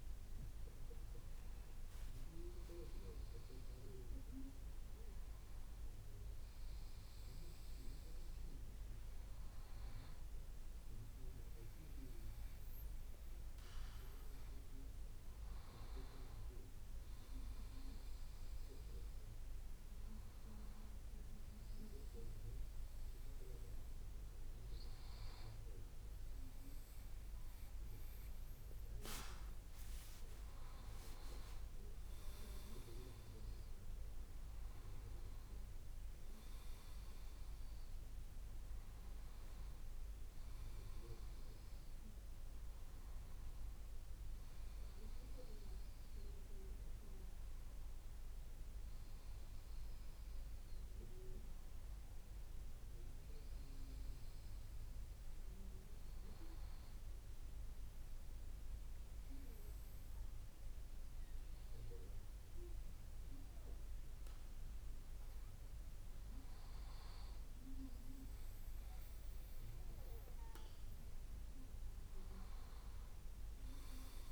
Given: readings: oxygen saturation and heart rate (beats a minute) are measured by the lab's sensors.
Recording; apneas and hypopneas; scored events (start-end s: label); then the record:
breathing in sleep by a room microphone; 2
0.00-11.50 s: oxygen desaturation (device-marked, oxygen 93% lowest)
20.00-31.00 s: hypopnea (oxygen 96% before, 95% lowest)
29.00-33.00 s: leg movement (device-marked)
33.00-37.00 s: arousal
56.50-67.00 s: obstructive apnea (oxygen 97% before, 95% lowest)
69.00-72.50 s: arousal
From the record:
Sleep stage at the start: N2 (light sleep); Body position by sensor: on the back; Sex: male